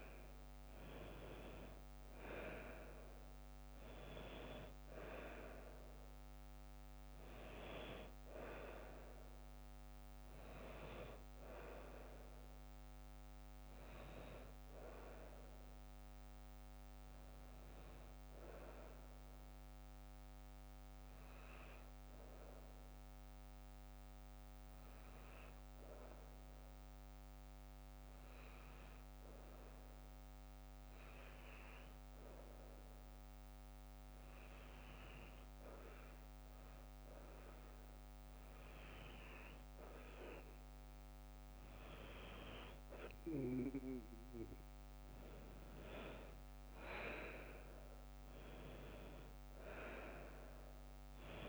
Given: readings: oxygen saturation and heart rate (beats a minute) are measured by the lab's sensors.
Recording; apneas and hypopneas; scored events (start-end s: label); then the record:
breathing in sleep by a microphone on the trachea; 1
0.00-20.50 s: oxygen desaturation (device-marked, oxygen 92% lowest, heart rate 56 extreme)
5.50-7.50 s: long interval between heartbeats (device-marked, heart rate 61 before, 61 extreme)
18.50-35.50 s: hypopnea (oxygen 98% before, 93% lowest, heart rate 61 before, 58 extreme, up 4 after)
38.00-41.00 s: arousal
39.50-51.49 s: oxygen desaturation (device-marked, oxygen 99% before, 93% lowest, heart rate 59 before, 56 extreme)
From the record:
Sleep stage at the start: N2 (light sleep); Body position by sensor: on the right side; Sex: female